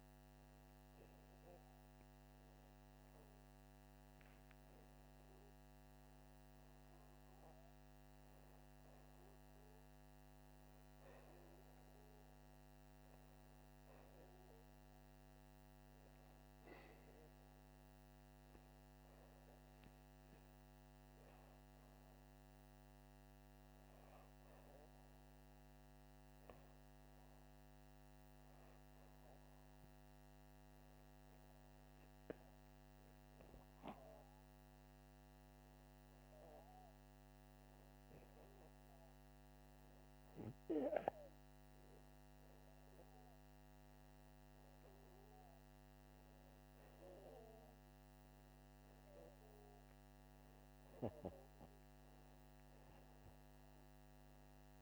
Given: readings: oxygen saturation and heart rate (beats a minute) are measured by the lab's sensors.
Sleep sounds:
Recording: breathing in sleep by a microphone on the trachea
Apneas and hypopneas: none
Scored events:
none scored
From the record:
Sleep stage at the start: N2 (light sleep)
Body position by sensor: upright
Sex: male

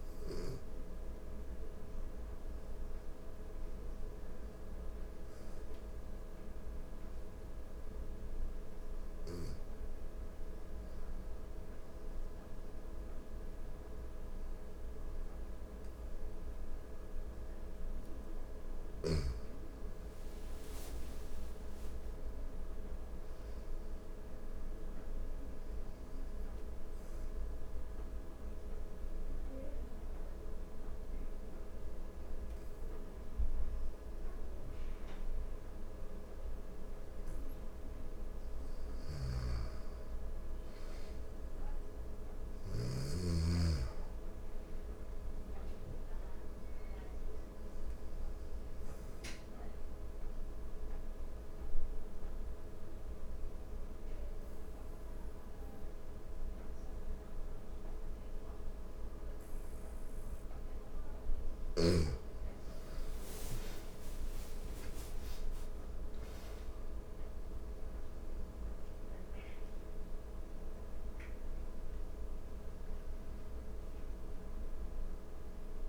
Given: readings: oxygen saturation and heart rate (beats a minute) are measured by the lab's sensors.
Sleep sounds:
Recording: breathing in sleep, hard to hear, by a room microphone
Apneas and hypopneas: 3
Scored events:
9.50-19.50 s: obstructive apnea (oxygen 96% before, 87% lowest, heart rate 80 before, 78 extreme, up 2 after)
20.50-23.50 s: arousal
27.00-38.00 s: obstructive apnea (oxygen 96% before, 87% lowest, heart rate 81 before, 78 extreme, up 20 after)
30.50-40.50 s: oxygen desaturation (device-marked, oxygen 94% before, 90% lowest, heart rate 81 before, 78 extreme)
38.50-42.50 s: snoring (device-marked)
39.50-43.50 s: arousal
42.50-61.50 s: oxygen desaturation (device-marked, oxygen 96% before, 87% lowest, heart rate 80 before, 78 extreme)
49.00-61.00 s: obstructive apnea (oxygen 96% before, 87% lowest, heart rate 85 before, 78 extreme, up 5 after)
63.50-67.00 s: arousal
70.50-75.89 s: oxygen desaturation (device-marked, oxygen 97% before, 87% lowest, heart rate 81 before, 77 extreme)
From the record:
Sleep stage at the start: N2 (light sleep)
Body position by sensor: on the back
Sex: female

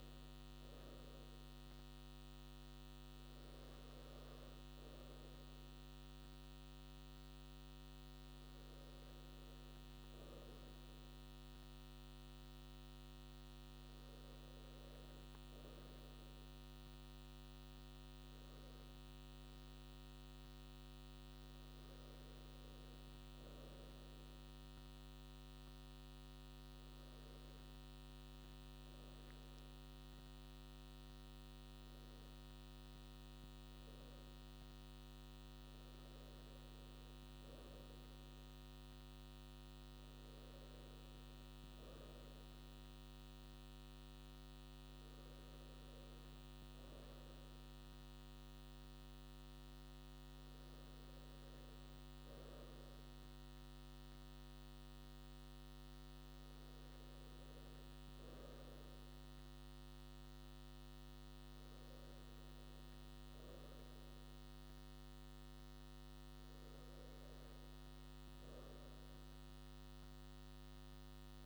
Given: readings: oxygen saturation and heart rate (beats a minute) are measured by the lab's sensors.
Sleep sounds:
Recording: breathing in sleep, hard to hear, by a microphone on the trachea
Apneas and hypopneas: none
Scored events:
none scored
From the record:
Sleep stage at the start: N2 (light sleep)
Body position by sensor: on the right side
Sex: male

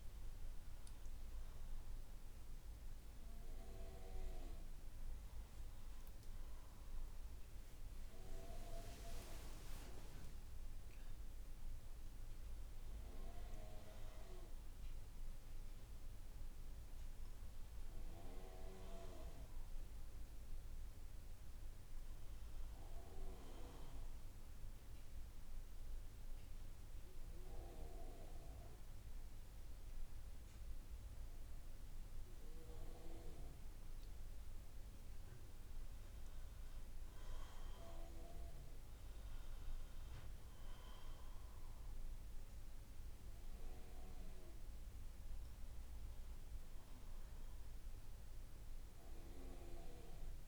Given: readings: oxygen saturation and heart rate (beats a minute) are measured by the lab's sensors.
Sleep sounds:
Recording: breathing in sleep by a room microphone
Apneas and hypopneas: 1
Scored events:
10.50-14.50 s: arousal
23.00-35.00 s: central apnea (oxygen 93% before, 86% lowest, heart rate 63 before, 59 extreme, up 0 after)
38.00-41.00 s: arousal
39.00-50.48 s: oxygen desaturation (device-marked, oxygen 92% before, 86% lowest, heart rate 63 before, 59 extreme)
From the record:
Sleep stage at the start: N2 (light sleep)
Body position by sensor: on the right side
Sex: female

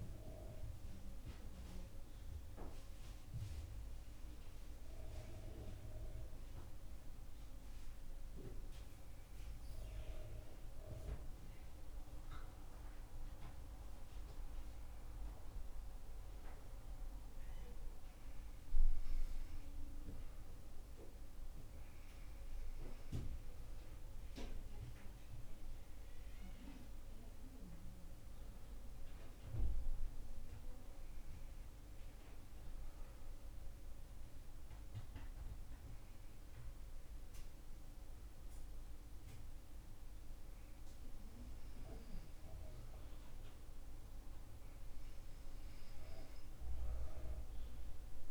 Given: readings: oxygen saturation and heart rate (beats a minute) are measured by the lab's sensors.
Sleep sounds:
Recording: breathing in sleep by a room microphone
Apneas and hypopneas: 1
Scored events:
4.50-15.50 s: obstructive apnea (oxygen 98% before, 96% lowest, heart rate 70 before, 64 extreme, up 5 after)
18.00-21.50 s: arousal
From the record:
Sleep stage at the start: N2 (light sleep)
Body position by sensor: on the back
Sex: male

